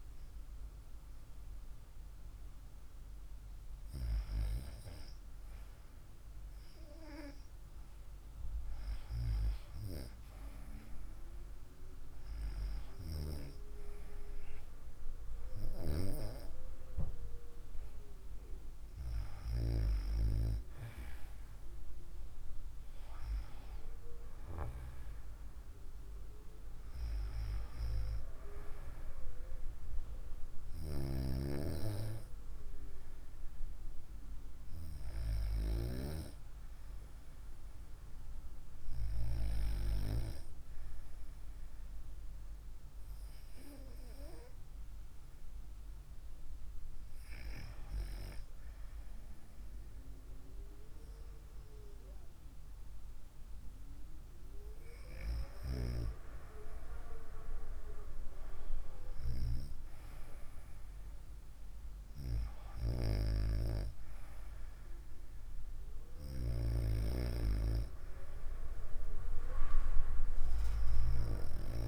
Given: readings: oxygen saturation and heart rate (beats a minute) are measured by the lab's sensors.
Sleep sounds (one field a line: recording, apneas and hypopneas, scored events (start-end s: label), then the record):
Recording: breathing in sleep by a room microphone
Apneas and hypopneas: 1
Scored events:
0.00-7.00 s: oxygen desaturation (device-marked, oxygen 91% lowest, heart rate 64 extreme)
29.50-33.50 s: arousal
38.00-54.00 s: hypopnea (oxygen 95% before, 92% lowest, heart rate 68 before, 63 extreme, up 3 after)
56.50-60.50 s: arousal
From the record:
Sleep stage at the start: REM sleep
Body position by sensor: on the right side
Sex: female